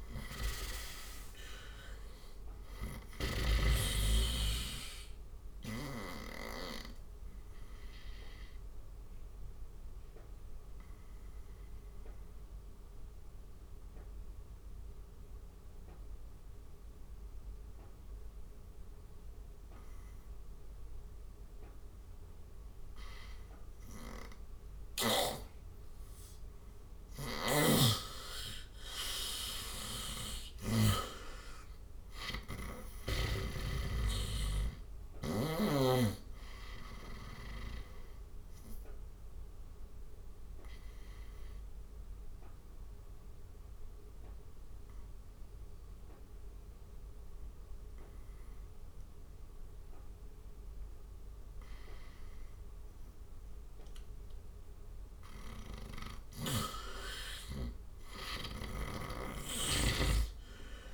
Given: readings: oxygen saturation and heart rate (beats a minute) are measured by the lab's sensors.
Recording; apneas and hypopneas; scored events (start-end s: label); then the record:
breathing in sleep by a room microphone; 2
0.00-13.50 s: oxygen desaturation (device-marked, oxygen 90% lowest, heart rate 69 extreme)
5.00-26.00 s: obstructive apnea (oxygen 96% before, 84% lowest, heart rate 74 before, 69 extreme, up 11 after)
15.50-29.50 s: oxygen desaturation (device-marked, oxygen 92% before, 84% lowest, heart rate 80 before, 71 extreme)
30.50-34.50 s: arousal
31.50-35.00 s: snoring (device-marked)
38.50-55.50 s: obstructive apnea (oxygen 95% before, 88% lowest, heart rate 78 before, 71 extreme, up 11 after)
48.50-60.50 s: oxygen desaturation (device-marked, oxygen 95% before, 88% lowest, heart rate 79 before, 71 extreme)
57.50-60.94 s: snoring (device-marked)
From the record:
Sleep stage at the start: N2 (light sleep); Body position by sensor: on the right side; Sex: male